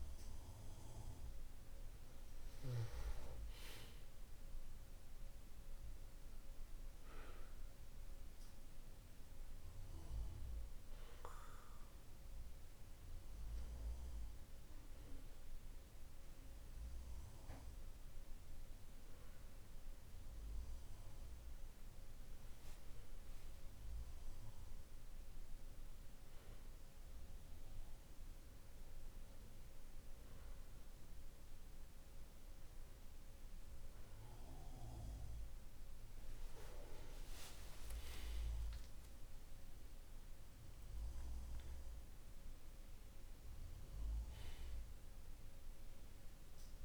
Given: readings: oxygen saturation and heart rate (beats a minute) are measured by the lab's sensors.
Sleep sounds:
breathing in sleep by a room microphone; none
37.00-42.00 s: arousal
From the record:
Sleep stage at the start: N2 (light sleep); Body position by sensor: on the back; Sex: male

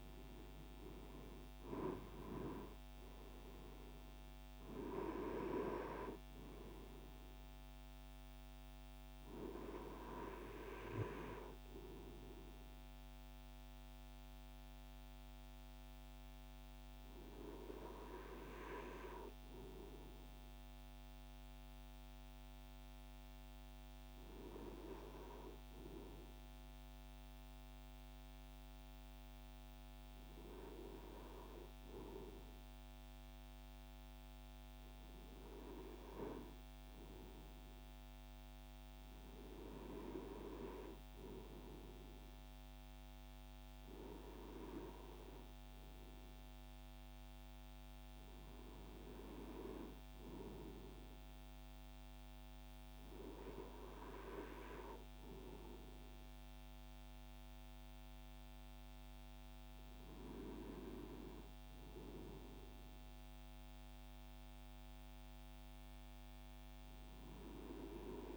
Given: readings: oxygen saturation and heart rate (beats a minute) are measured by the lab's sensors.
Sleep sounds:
breathing in sleep by a microphone on the trachea; 1
3.00-8.00 s: arousal
11.50-32.50 s: hypopnea (oxygen 96% before, 94% lowest, heart rate 70 before, 60 extreme, up 1 after)
34.50-38.50 s: arousal
From the record:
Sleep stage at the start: N2 (light sleep); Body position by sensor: on the right side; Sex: male

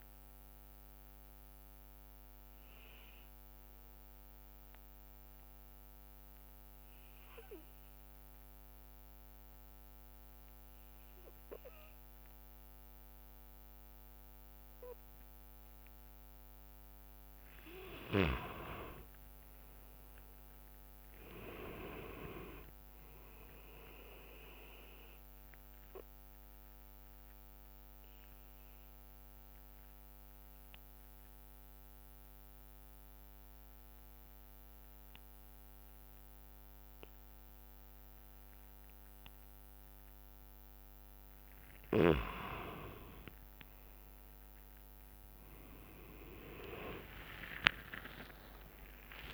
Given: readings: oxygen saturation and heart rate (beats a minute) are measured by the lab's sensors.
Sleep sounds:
breathing in sleep by a microphone on the trachea; 2
0.00-6.50 s: oxygen desaturation (device-marked, oxygen 86% lowest, heart rate 58 extreme)
0.00-7.50 s: bradycardia (device-marked, heart rate 58 extreme)
0.50-16.50 s: obstructive apnea (oxygen 96% before, 86% lowest, heart rate 71 before, 58 extreme, up 6 after)
18.00-22.50 s: arousal
22.50-37.50 s: oxygen desaturation (device-marked, oxygen 99% before, 90% lowest, heart rate 61 before, 61 extreme)
27.00-40.50 s: obstructive apnea (oxygen 99% before, 89% lowest, heart rate 62 before, 61 extreme, up 15 after)
31.00-33.00 s: long interval between heartbeats (device-marked, heart rate 63 before, 70 extreme)
45.50-49.34 s: oxygen desaturation (device-marked, oxygen 98% before, 89% lowest, heart rate 65 before, 58 extreme)
45.50-49.34 s: tachycardia (device-marked, heart rate 68 before, 158 extreme)
47.50-49.34 s: arousal
From the record:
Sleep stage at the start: N2 (light sleep); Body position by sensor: on the back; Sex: male

